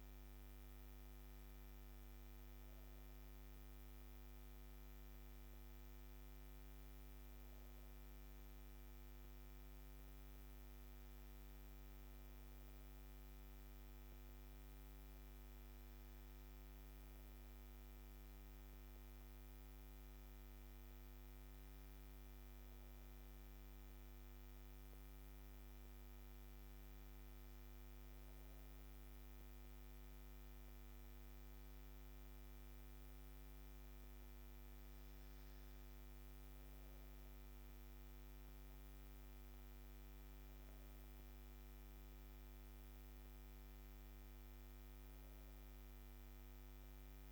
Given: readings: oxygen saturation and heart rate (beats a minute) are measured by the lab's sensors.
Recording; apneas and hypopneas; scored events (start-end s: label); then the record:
breathing in sleep, hard to hear, by a microphone on the trachea; none
none scored
From the record:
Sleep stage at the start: N2 (light sleep); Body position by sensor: on the back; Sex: female